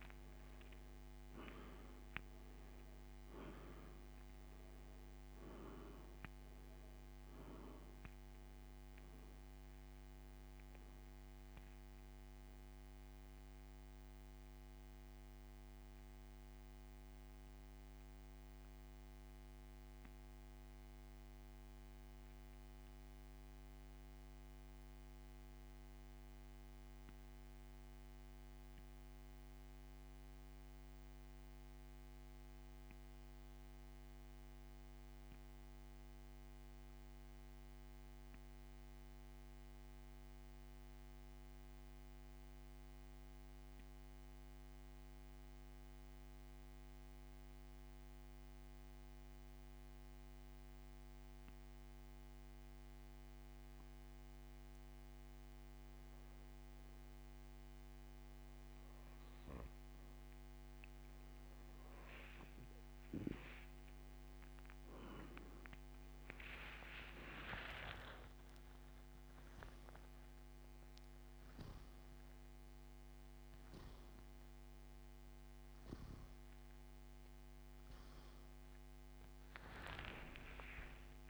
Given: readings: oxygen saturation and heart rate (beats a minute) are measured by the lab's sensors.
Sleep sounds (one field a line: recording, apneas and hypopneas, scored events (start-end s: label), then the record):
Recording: breathing in sleep by a microphone on the trachea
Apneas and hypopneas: 1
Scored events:
6.50-57.50 s: oxygen desaturation (device-marked, oxygen 96% before, 81% lowest, heart rate 60 before, 29 extreme)
17.50-58.50 s: central apnea (oxygen 97% before, 81% lowest, heart rate 36 before, 29 extreme, up 20 after)
65.50-70.50 s: arousal
From the record:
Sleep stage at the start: N2 (light sleep)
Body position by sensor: on the back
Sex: male